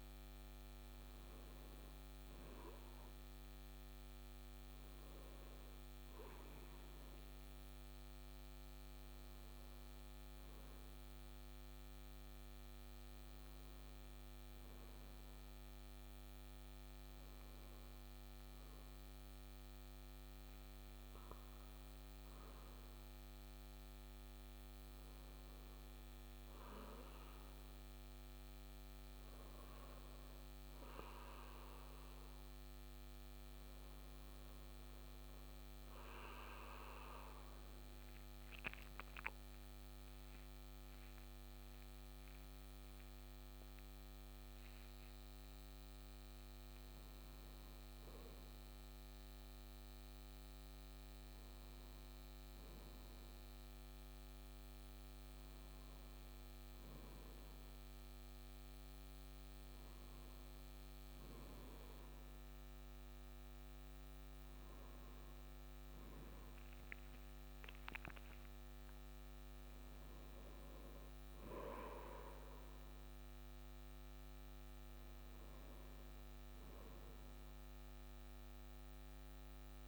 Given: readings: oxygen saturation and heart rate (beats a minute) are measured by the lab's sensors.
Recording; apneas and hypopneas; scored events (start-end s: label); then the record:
a person partly awake in a sleep study, hard to hear, by a microphone on the trachea; none
11.00-79.88 s: new sleep stage, N1 (lightest sleep)
42.50-46.50 s: arousal
From the record:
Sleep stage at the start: awake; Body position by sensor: on the right side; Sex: male